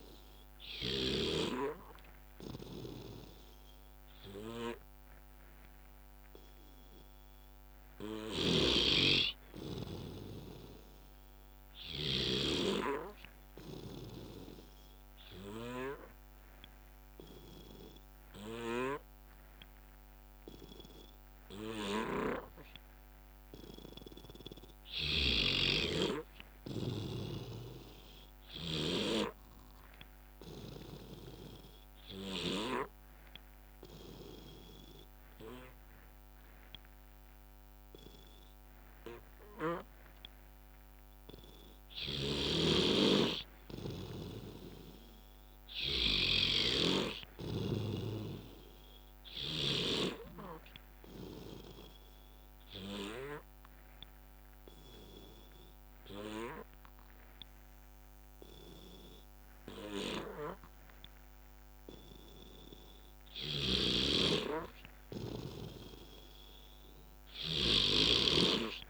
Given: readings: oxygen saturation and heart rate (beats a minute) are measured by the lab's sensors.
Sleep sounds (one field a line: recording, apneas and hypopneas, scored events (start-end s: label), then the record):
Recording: breathing in sleep by a microphone on the trachea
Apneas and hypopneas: 3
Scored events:
0.00-1.00 s: snoring (device-marked)
0.00-13.50 s: drop in pulse transit time (device-marked, heart rate 62 extreme)
2.50-16.50 s: oxygen desaturation (device-marked, oxygen 96% before, 91% lowest, heart rate 62 before, 62 extreme)
8.00-12.50 s: snoring (device-marked)
13.00-23.00 s: obstructive apnea (oxygen 96% before, 87% lowest, heart rate 62 before, 64 extreme, up 3 after)
25.00-29.00 s: snoring (device-marked)
25.50-28.00 s: arousal
30.50-41.50 s: obstructive apnea (oxygen 96% before, 87% lowest, heart rate 66 before, 63 extreme, up 2 after)
32.50-42.50 s: oxygen desaturation (device-marked, oxygen 93% before, 89% lowest, heart rate 66 before, 63 extreme)
42.00-47.00 s: snoring (device-marked)
44.00-47.00 s: arousal
50.50-62.50 s: obstructive apnea (oxygen 94% before, 87% lowest, heart rate 66 before, 63 extreme, up 1 after)
50.50-62.50 s: oxygen desaturation (device-marked, oxygen 94% before, 88% lowest, heart rate 66 before, 63 extreme)
63.00-68.90 s: snoring (device-marked)
64.50-67.50 s: arousal
From the record:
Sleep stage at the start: N2 (light sleep)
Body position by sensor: on the back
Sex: male